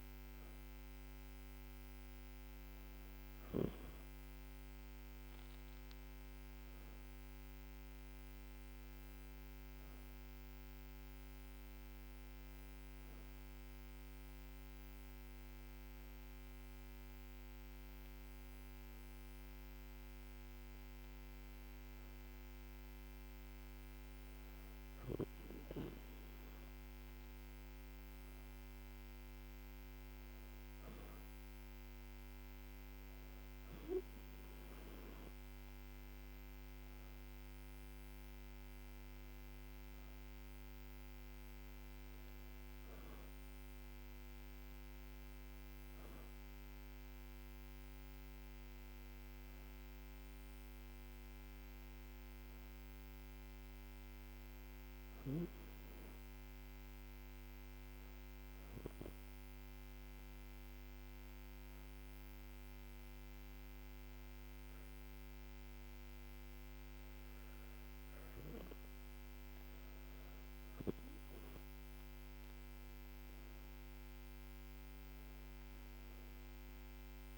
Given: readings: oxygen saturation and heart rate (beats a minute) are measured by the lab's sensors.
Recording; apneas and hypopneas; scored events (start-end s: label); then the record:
breathing in sleep, hard to hear, by a microphone on the trachea; 1
57.50-70.00 s: hypopnea (oxygen 96% before, 92% lowest, heart rate 81 before, 78 extreme, up 5 after)
67.50-77.38 s: oxygen desaturation (device-marked, oxygen 96% before, 92% lowest, heart rate 87 before, 77 extreme)
71.50-76.50 s: arousal
From the record:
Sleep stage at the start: N2 (light sleep); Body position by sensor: on the back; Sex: female